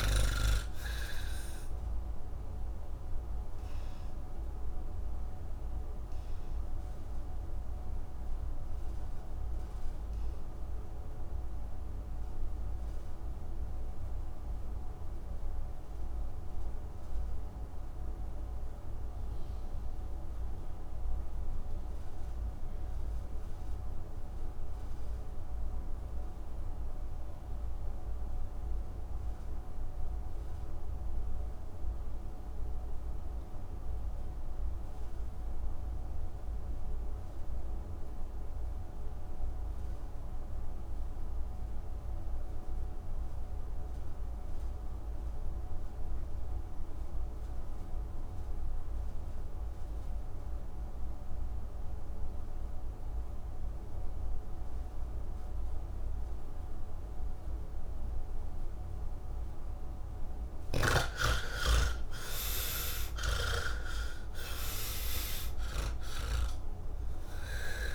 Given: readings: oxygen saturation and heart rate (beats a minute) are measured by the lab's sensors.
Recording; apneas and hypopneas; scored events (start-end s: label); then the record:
breathing in sleep by a room microphone; 1
0.00-18.50 s: oxygen desaturation (device-marked, oxygen 65% lowest, heart rate 77 extreme)
3.50-58.50 s: obstructive apnea (oxygen 83% before, 58% lowest, heart rate 104 before, 88 extreme)
20.50-67.95 s: oxygen desaturation (device-marked, oxygen 97% before, 63% lowest, heart rate 127 before, 88 extreme)
63.00-67.95 s: snoring (device-marked)
From the record:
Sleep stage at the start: N2 (light sleep); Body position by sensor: on the back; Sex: male